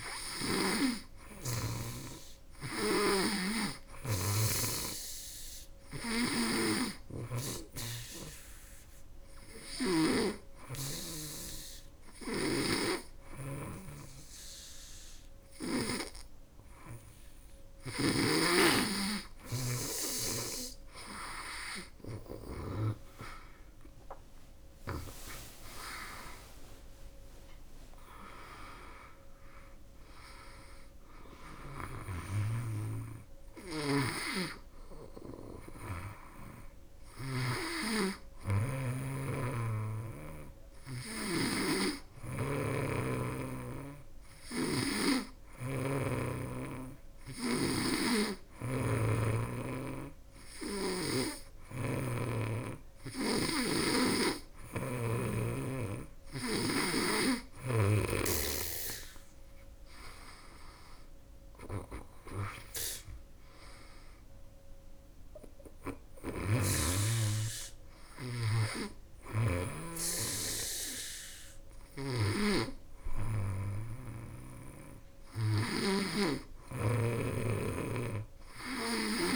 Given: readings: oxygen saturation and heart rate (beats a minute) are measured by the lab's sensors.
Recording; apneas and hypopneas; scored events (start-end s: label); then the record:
breathing in sleep by a room microphone; 1
0.00-3.50 s: arousal
2.00-9.50 s: snoring (device-marked)
6.00-18.00 s: obstructive apnea (oxygen 98% before, 95% lowest, heart rate 81 before, 78 extreme, up 11 after)
11.50-15.50 s: snoring (device-marked)
23.00-27.00 s: arousal
31.50-44.50 s: snoring (device-marked)
54.00-57.50 s: snoring (device-marked)
65.50-69.00 s: snoring (device-marked)
71.00-79.00 s: snoring (device-marked)
From the record:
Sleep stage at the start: N2 (light sleep); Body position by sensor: on the back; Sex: female